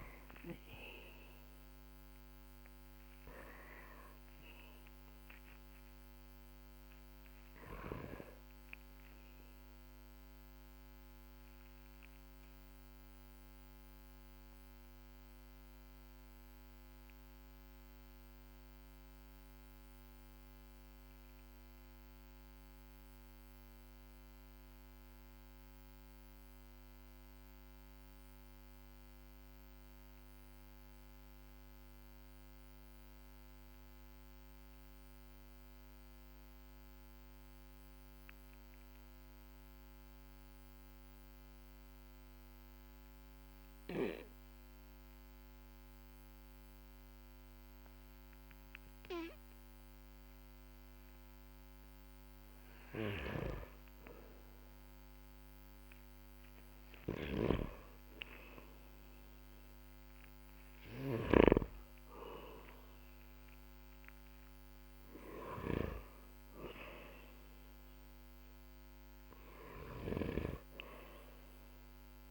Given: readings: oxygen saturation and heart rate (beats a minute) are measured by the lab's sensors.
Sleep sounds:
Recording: breathing in sleep by a microphone on the trachea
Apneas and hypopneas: 1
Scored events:
0.00-26.00 s: oxygen desaturation (device-marked, oxygen 95% before, 90% lowest, heart rate 54 before, 45 extreme)
10.00-50.50 s: obstructive apnea (oxygen 95% before, 90% lowest, heart rate 50 before, 43 extreme, up 9 after)
53.50-57.50 s: arousal
56.50-60.50 s: snoring (device-marked)
From the record:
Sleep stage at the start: N2 (light sleep)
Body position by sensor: on the back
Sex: male

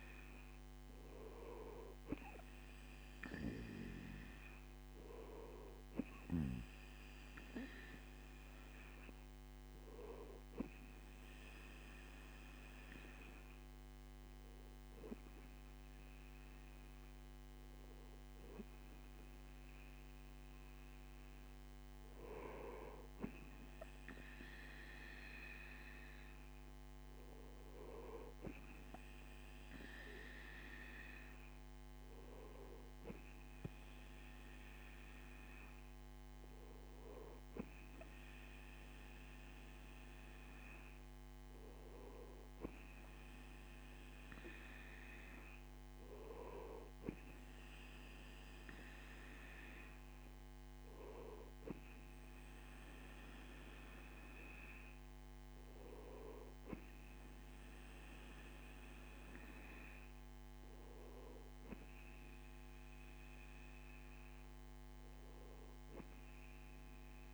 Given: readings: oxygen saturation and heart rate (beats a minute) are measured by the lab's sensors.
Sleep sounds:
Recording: breathing in sleep by a microphone on the trachea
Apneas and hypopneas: none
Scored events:
none scored
From the record:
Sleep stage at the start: N2 (light sleep)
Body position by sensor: on the right side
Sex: male

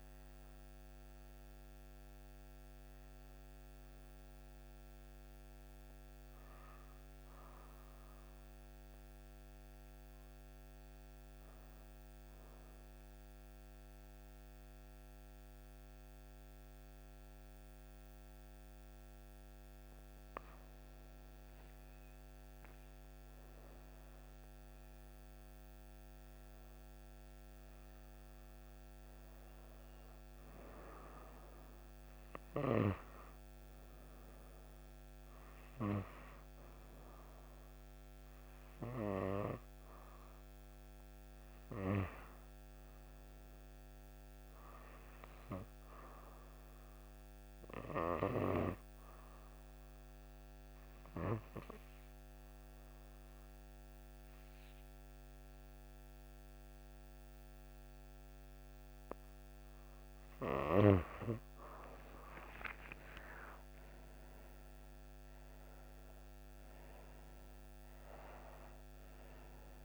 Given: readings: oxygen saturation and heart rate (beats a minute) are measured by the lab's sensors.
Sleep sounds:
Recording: a person partly awake in a sleep study, by a microphone on the trachea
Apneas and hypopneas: 2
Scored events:
0.00-14.00 s: oxygen desaturation (device-marked, oxygen 92% lowest, heart rate 62 extreme)
3.00-69.85 s: new sleep stage, N2 (light sleep)
4.50-19.50 s: hypopnea (oxygen 97% before, 92% lowest, heart rate 86 before, 62 extreme, up 6 after)
22.00-26.00 s: arousal
29.00-53.00 s: oxygen desaturation (device-marked, oxygen 99% before, 93% lowest, heart rate 67 before, 59 extreme)
49.00-61.00 s: obstructive apnea (oxygen 99% before, 88% lowest, heart rate 66 before, 60 extreme, up 15 after)
63.50-68.00 s: arousal
67.00-69.85 s: oxygen desaturation (device-marked, oxygen 96% before, 88% lowest, heart rate 64 before, 59 extreme)
From the record:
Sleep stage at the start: awake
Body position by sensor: on the right side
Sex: female

